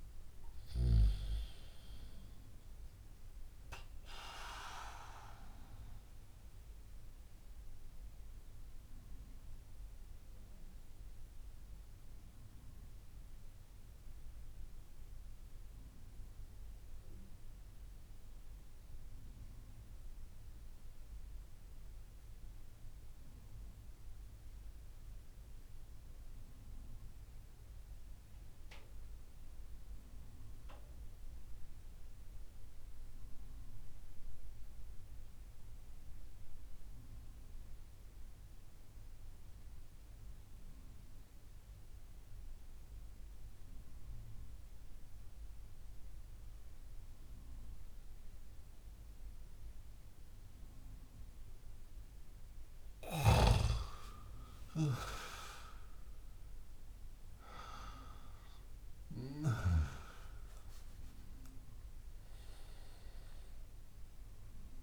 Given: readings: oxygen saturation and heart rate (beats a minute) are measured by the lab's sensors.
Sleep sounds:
breathing in sleep by a room microphone; 1
0.00-14.00 s: oxygen desaturation (device-marked, oxygen 87% lowest)
5.50-51.00 s: obstructive apnea (oxygen 96% before, 87% lowest)
40.00-61.00 s: oxygen desaturation (device-marked, oxygen 98% before, 93% lowest)
54.00-59.50 s: arousal
From the record:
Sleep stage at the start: N2 (light sleep); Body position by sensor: on the back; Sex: male

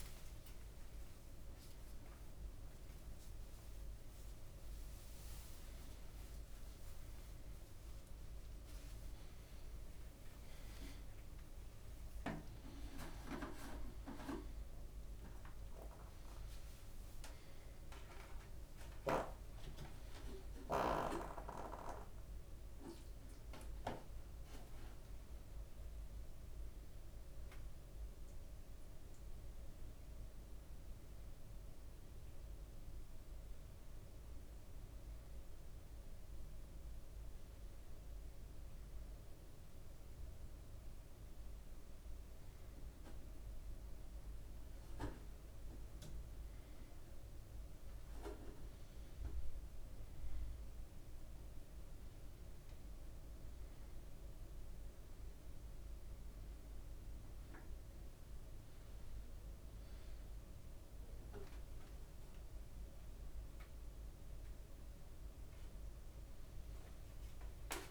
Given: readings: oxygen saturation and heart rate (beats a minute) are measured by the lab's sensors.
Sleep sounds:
a person awake in a sleep study, by a room microphone; none
0.00-1.00 s: leg movement (device-marked)
3.50-10.00 s: leg movement (device-marked)
12.00-17.50 s: leg movement (device-marked)
19.50-25.00 s: leg movement (device-marked)
29.50-31.50 s: leg movement (device-marked)
37.00-39.00 s: leg movement (device-marked)
44.50-48.00 s: leg movement (device-marked)
49.00-51.50 s: leg movement (device-marked)
53.50-55.00 s: leg movement (device-marked)
56.50-60.50 s: leg movement (device-marked)
61.00-66.00 s: leg movement (device-marked)
From the record:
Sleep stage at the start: awake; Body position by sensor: upright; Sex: male

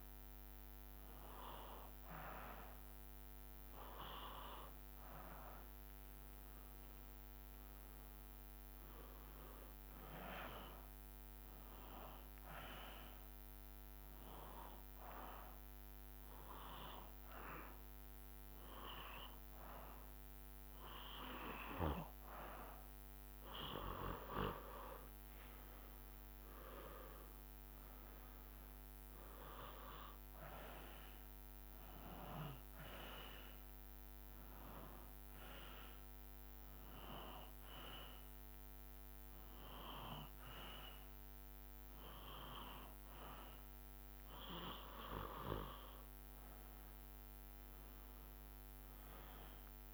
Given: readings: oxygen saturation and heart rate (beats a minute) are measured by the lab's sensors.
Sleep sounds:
breathing in sleep by a microphone on the trachea; 2
6.00-8.00 s: long interval between heartbeats (device-marked, heart rate 67 before, 78 extreme)
6.50-15.50 s: drop in pulse transit time (device-marked, heart rate 67 before, 66 extreme)
7.50-11.00 s: arousal
13.00-23.00 s: hypopnea (oxygen 97% before, 95% lowest, heart rate 70 before, 63 extreme, up 12 after)
25.50-29.00 s: arousal
26.50-35.50 s: drop in pulse transit time (device-marked, heart rate 71 before, 65 extreme)
35.50-45.50 s: hypopnea (oxygen 97% before, 94% lowest, heart rate 68 before, 63 extreme, up 11 after)
45.50-49.94 s: drop in pulse transit time (device-marked, heart rate 68 before, 67 extreme)
46.50-49.94 s: arousal
From the record:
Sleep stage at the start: N2 (light sleep); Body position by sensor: on the back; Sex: male

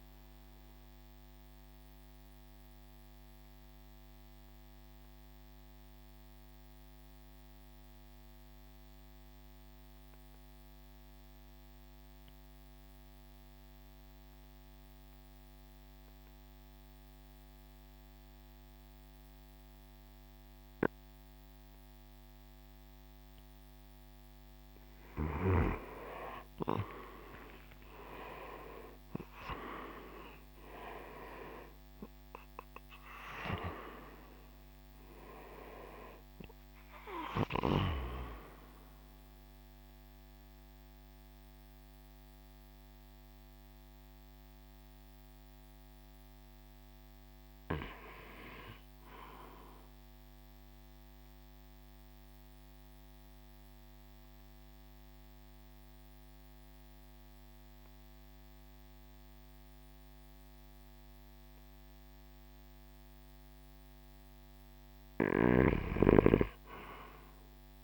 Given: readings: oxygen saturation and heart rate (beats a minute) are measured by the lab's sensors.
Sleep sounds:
breathing in sleep by a microphone on the trachea; 2
1.50-23.00 s: obstructive apnea (oxygen 97% before, 85% lowest, heart rate 50 before, 51 extreme, up 18 after)
25.50-55.50 s: new sleep stage, N1 (lightest sleep)
26.00-32.00 s: arousal
31.50-50.50 s: oxygen desaturation (device-marked, oxygen 94% before, 88% lowest, heart rate 55 before, 52 extreme)
50.00-62.50 s: obstructive apnea (oxygen 94% before, 85% lowest, heart rate 64 before, 48 extreme, up 0 after)
55.50-62.50 s: oxygen desaturation (device-marked, oxygen 90% before, 85% lowest, heart rate 60 before, 48 extreme)
55.50-67.83 s: new sleep stage, N2 (light sleep)
64.00-67.00 s: arousal
From the record:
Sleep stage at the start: REM sleep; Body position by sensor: on the right side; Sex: male

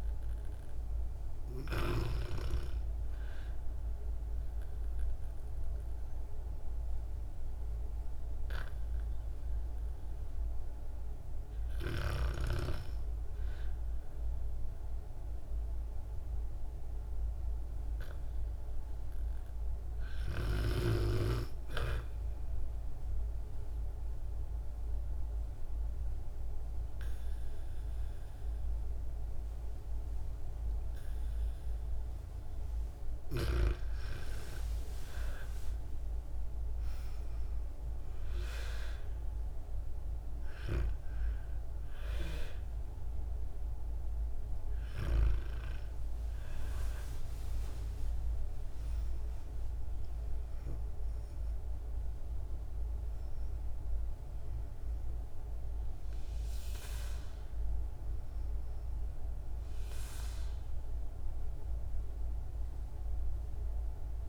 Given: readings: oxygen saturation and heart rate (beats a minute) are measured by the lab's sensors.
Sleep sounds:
breathing in sleep by a room microphone; 1
0.00-1.00 s: oxygen desaturation (device-marked, oxygen 74% lowest, heart rate 52 extreme)
22.50-33.50 s: obstructive apnea (oxygen 99% before, 88% lowest, heart rate 59 before, 54 extreme, up 16 after)
34.00-56.00 s: oxygen desaturation (device-marked, oxygen 96% before, 92% lowest, heart rate 56 before, 53 extreme)
35.00-38.00 s: arousal
54.00-58.50 s: arousal
From the record:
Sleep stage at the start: REM sleep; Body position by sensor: on the back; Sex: female

